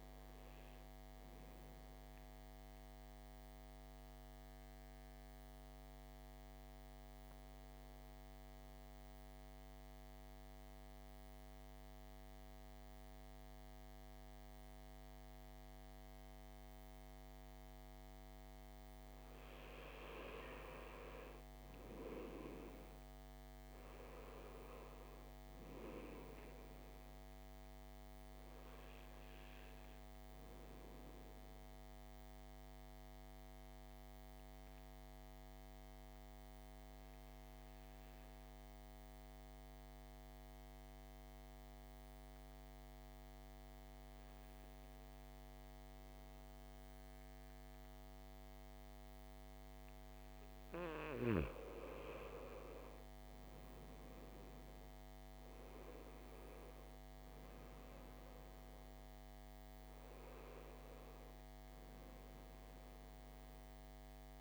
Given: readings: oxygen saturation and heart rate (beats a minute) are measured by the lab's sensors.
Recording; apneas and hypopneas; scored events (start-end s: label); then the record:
breathing in sleep by a microphone on the trachea; 2
0.00-11.00 s: oxygen desaturation (device-marked, oxygen 92% lowest, heart rate 56 extreme)
2.50-19.00 s: obstructive apnea (oxygen 97% before, 89% lowest, heart rate 60 before, 56 extreme, up 4 after)
21.50-25.50 s: arousal
25.00-42.00 s: oxygen desaturation (device-marked, oxygen 98% before, 89% lowest, heart rate 58 before, 55 extreme)
31.00-50.50 s: obstructive apnea (oxygen 98% before, 89% lowest, heart rate 59 before, 51 extreme, up 9 after)
51.00-64.41 s: oxygen desaturation (device-marked, oxygen 98% before, 89% lowest, heart rate 56 before, 51 extreme)
52.50-56.50 s: arousal
From the record:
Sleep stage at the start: N2 (light sleep); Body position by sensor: on the back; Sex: male